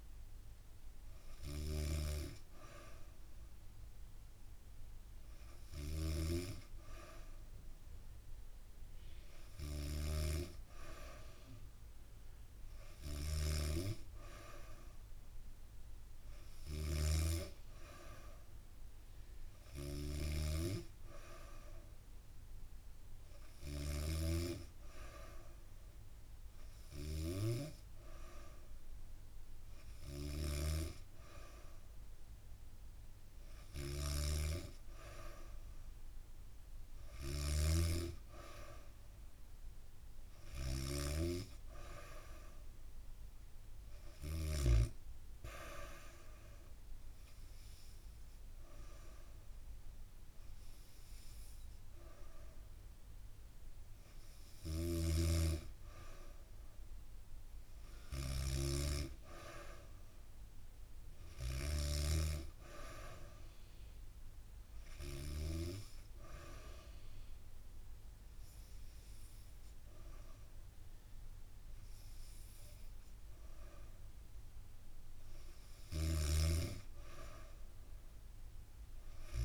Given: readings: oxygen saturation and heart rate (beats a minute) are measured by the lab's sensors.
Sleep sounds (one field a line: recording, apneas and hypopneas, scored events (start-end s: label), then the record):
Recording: breathing in sleep by a room microphone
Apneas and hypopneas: 2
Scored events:
5.00-44.00 s: snoring (device-marked)
44.50-55.00 s: hypopnea (oxygen 94% before, 92% lowest, heart rate 72 before, 68 extreme, up 2 after)
54.00-65.00 s: snoring (device-marked)
57.50-60.50 s: arousal
64.00-75.00 s: hypopnea (oxygen 94% before, 92% lowest, heart rate 71 before, 68 extreme, up 0 after)
75.00-79.45 s: snoring (device-marked)
77.00-79.45 s: arousal
From the record:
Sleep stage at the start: N2 (light sleep)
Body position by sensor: on the back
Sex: female